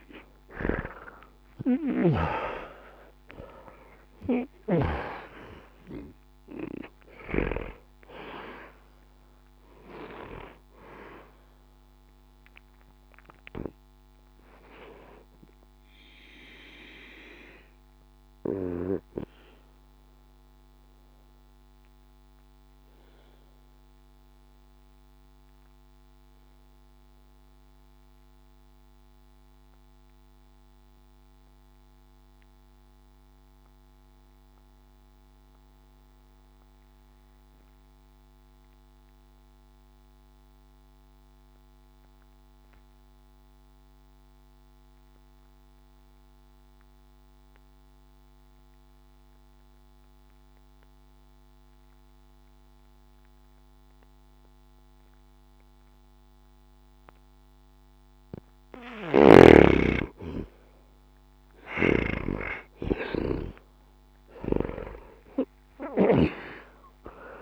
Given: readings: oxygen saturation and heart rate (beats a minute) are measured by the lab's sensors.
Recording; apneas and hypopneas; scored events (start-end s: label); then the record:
breathing in sleep by a microphone on the trachea; 1
0.00-38.00 s: oxygen desaturation (device-marked, oxygen 77% lowest, heart rate 61 extreme)
18.00-59.00 s: obstructive apnea (oxygen 97% before, 77% lowest, heart rate 91 before, 61 extreme, up 26 after)
56.00-67.42 s: oxygen desaturation (device-marked, oxygen 98% before, 79% lowest, heart rate 61 before, 60 extreme)
61.50-65.50 s: arousal
From the record:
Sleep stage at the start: N2 (light sleep); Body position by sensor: on the back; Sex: male